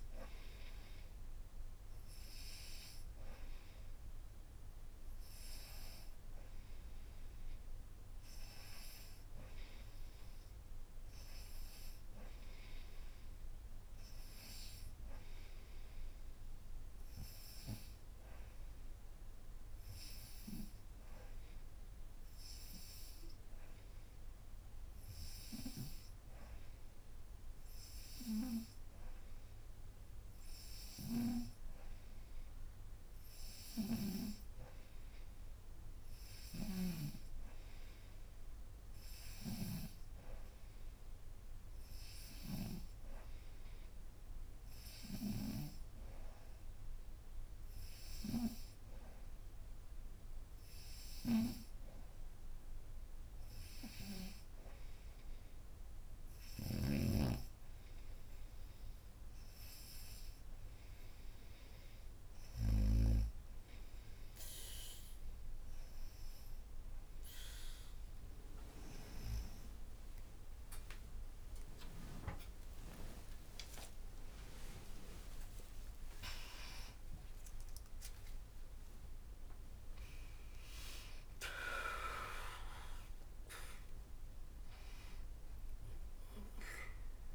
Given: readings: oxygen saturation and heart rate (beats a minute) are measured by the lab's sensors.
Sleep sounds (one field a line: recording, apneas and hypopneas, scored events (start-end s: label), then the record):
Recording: breathing in sleep by a room microphone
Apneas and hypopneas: none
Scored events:
0.00-10.00 s: oxygen desaturation (device-marked, oxygen 92% lowest, heart rate 77 extreme)
68.00-80.00 s: tachycardia (device-marked, heart rate 79 before, 141 extreme)
71.50-75.50 s: arousal
From the record:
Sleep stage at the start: N2 (light sleep)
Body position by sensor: upright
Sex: female